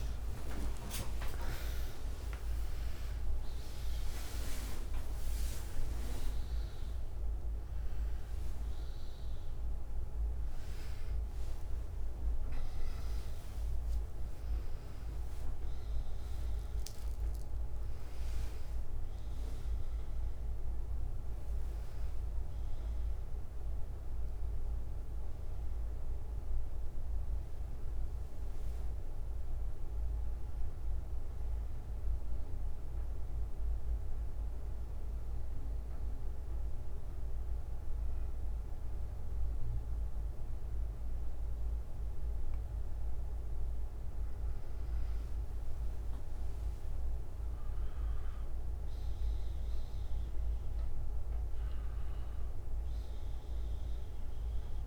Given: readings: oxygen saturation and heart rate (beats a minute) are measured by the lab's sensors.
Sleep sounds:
breathing in sleep, hard to hear, by a room microphone; 1
0.00-4.00 s: arousal
0.00-6.00 s: tachycardia (device-marked, heart rate 190 extreme)
5.00-9.00 s: oxygen desaturation (device-marked, oxygen 97% before, 95% lowest, heart rate 83 before, 60 extreme)
11.00-16.00 s: oxygen desaturation (device-marked, oxygen 97% before, 93% lowest, heart rate 105 before, 56 extreme)
11.00-54.87 s: new sleep stage, N1 (lightest sleep)
21.00-29.00 s: oxygen desaturation (device-marked, oxygen 96% before, 91% lowest, heart rate 112 before, 55 extreme)
32.00-44.50 s: hypopnea (oxygen 98% before, 93% lowest, heart rate 73 before, 55 extreme, up 13 after)
34.00-44.00 s: bradycardia (device-marked, heart rate 63 before, 55 extreme)
47.00-52.00 s: arousal
From the record:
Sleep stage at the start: N2 (light sleep); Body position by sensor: on the back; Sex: male

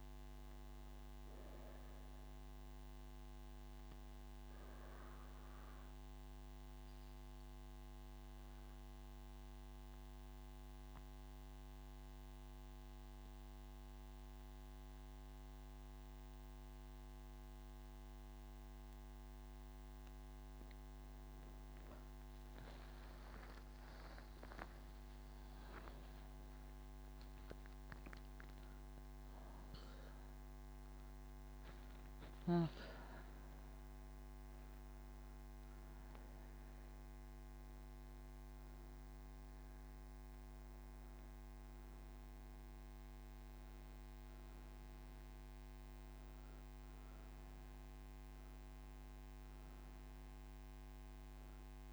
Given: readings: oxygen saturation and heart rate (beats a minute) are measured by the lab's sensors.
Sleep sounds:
breathing in sleep, hard to hear, by a microphone on the trachea; 1
3.50-19.50 s: obstructive apnea (oxygen 98% before, 91% lowest)
7.50-51.93 s: new sleep stage, N3 (deep sleep)
From the record:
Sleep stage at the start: N1 (lightest sleep); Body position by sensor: on the right side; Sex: female

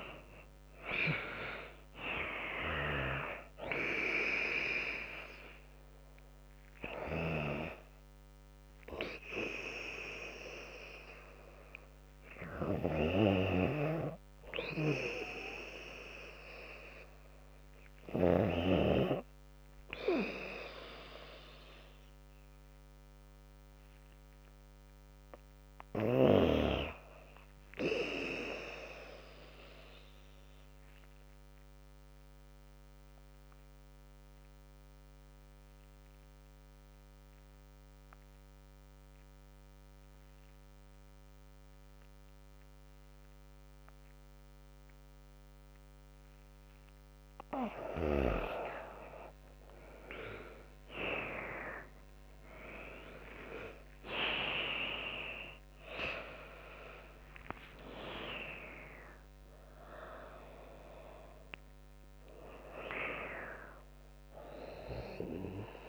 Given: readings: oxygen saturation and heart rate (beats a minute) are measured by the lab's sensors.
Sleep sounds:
breathing in sleep by a microphone on the trachea; 1
0.00-1.00 s: tachycardia (device-marked, heart rate 100 extreme)
0.00-12.00 s: drop in pulse transit time (device-marked, heart rate 97 extreme)
0.00-20.00 s: oxygen desaturation (device-marked, oxygen 78% lowest, heart rate 73 extreme)
3.00-11.00 s: tachycardia (device-marked, heart rate 92 before, 109 extreme)
6.00-8.00 s: long interval between heartbeats (device-marked, heart rate 87 before, 105 extreme)
9.50-11.50 s: long interval between heartbeats (device-marked, heart rate 91 before, 108 extreme)
12.00-14.00 s: long interval between heartbeats (device-marked, heart rate 96 before, 101 extreme)
13.00-18.50 s: snoring (device-marked)
20.50-24.00 s: arousal
25.00-31.00 s: tachycardia (device-marked, heart rate 92 before, 112 extreme)
25.50-27.50 s: long interval between heartbeats (device-marked, heart rate 95 before, 91 extreme)
28.50-30.50 s: long interval between heartbeats (device-marked, heart rate 93 before, 103 extreme)
30.00-46.00 s: obstructive apnea (oxygen 100% before, 88% lowest, heart rate 93 before, 73 extreme, up 40 after)
35.50-37.50 s: long interval between heartbeats (device-marked, heart rate 93 before, 88 extreme)
48.00-54.00 s: tachycardia (device-marked, heart rate 92 before, 113 extreme)
48.00-65.89 s: oxygen desaturation (device-marked, oxygen 97% before, 88% lowest, heart rate 88 before, 75 extreme)
48.50-53.00 s: arousal
49.50-51.50 s: long interval between heartbeats (device-marked, heart rate 87 before, 86 extreme)
52.00-64.00 s: drop in pulse transit time (device-marked, heart rate 85 before, 85 extreme)
From the record:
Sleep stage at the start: N2 (light sleep); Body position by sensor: on the back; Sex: female

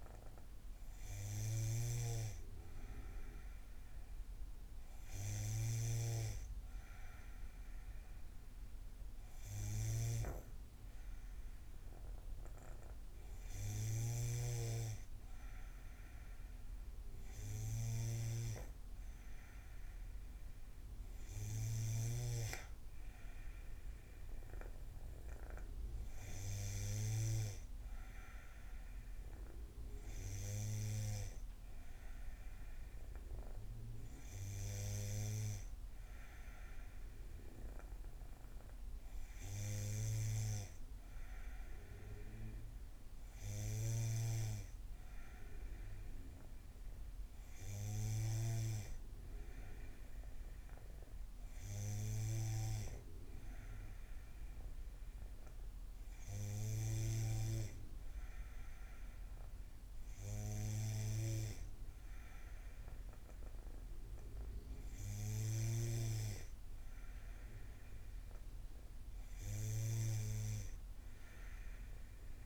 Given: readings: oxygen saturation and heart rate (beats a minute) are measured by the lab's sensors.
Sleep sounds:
breathing in sleep by a room microphone; none
1.50-22.00 s: snoring (device-marked)
43.50-48.50 s: snoring (device-marked)
From the record:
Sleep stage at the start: N2 (light sleep); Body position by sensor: on the back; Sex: female

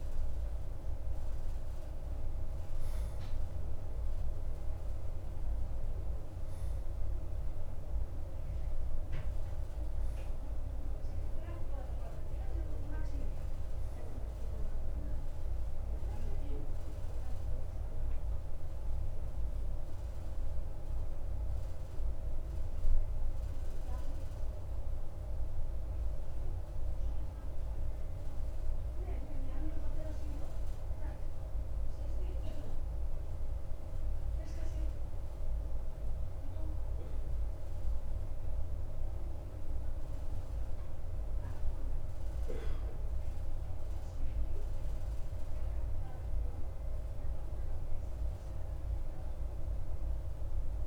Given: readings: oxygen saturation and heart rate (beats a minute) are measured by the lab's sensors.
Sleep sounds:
breathing in sleep, hard to hear, by a room microphone; 1
24.50-45.50 s: obstructive apnea (oxygen 94% before, 92% lowest, heart rate 55 before, 49 extreme, up 4 after)
49.00-50.87 s: arousal
From the record:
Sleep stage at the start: N2 (light sleep); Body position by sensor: on the right side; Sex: male

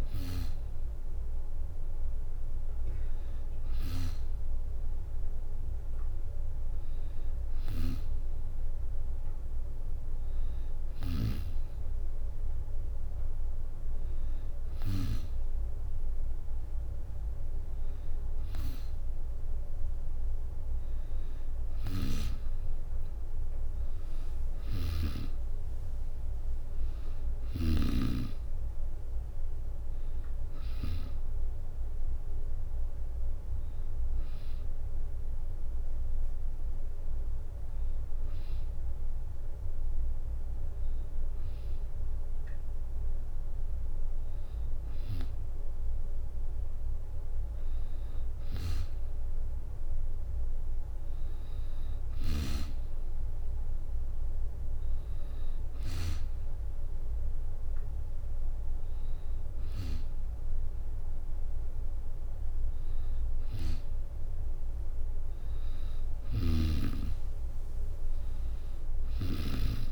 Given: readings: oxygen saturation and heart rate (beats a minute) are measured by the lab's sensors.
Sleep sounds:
breathing in sleep by a room microphone; 1
21.50-25.00 s: snoring (device-marked)
33.50-69.92 s: new sleep stage, N2 (light sleep)
34.00-45.00 s: hypopnea (oxygen 95% before, 92% lowest, heart rate 72 before, 65 extreme, up 7 after)
48.00-56.00 s: snoring (device-marked)
48.50-51.50 s: arousal
49.50-67.50 s: oxygen desaturation (device-marked, oxygen 95% before, 92% lowest, heart rate 68 before, 66 extreme)
66.00-69.50 s: snoring (device-marked)
66.50-68.50 s: long interval between heartbeats (device-marked, heart rate 71 before, 82 extreme)
From the record:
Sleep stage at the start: N3 (deep sleep); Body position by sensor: on the back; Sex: female

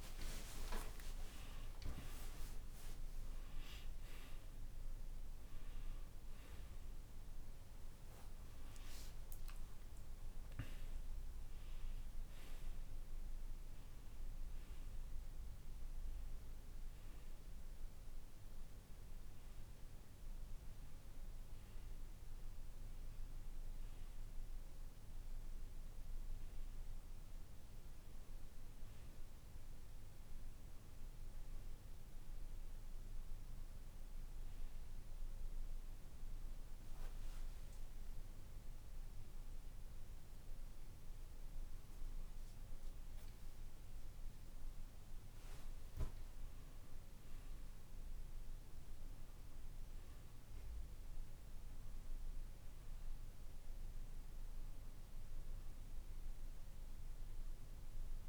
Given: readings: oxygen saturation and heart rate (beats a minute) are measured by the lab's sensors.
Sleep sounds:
a person awake in a sleep study, by a room microphone; none
none scored
From the record:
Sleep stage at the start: awake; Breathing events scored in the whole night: 54 in 5.5 hours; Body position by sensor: on the back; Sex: male

